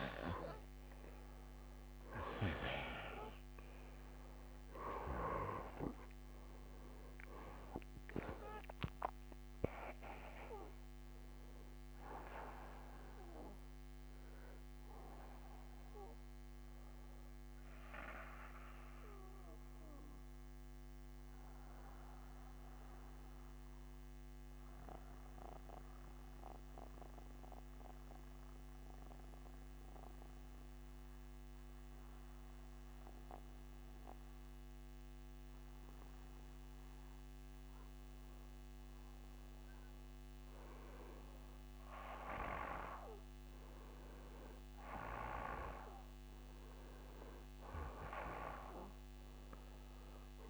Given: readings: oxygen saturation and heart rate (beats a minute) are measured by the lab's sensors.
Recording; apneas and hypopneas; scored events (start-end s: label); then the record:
breathing in sleep by a microphone on the trachea; 1
0.00-19.00 s: oxygen desaturation (device-marked, oxygen 86% lowest, heart rate 59 extreme)
18.00-36.00 s: obstructive apnea (oxygen 95% before, 90% lowest, heart rate 66 before, 59 extreme, up 4 after)
21.00-27.00 s: bradycardia (device-marked, heart rate 63 before, 59 extreme)
40.00-50.50 s: oxygen desaturation (device-marked, oxygen 95% before, 90% lowest, heart rate 60 before, 61 extreme)
From the record:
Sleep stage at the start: N2 (light sleep); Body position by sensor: on the back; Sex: male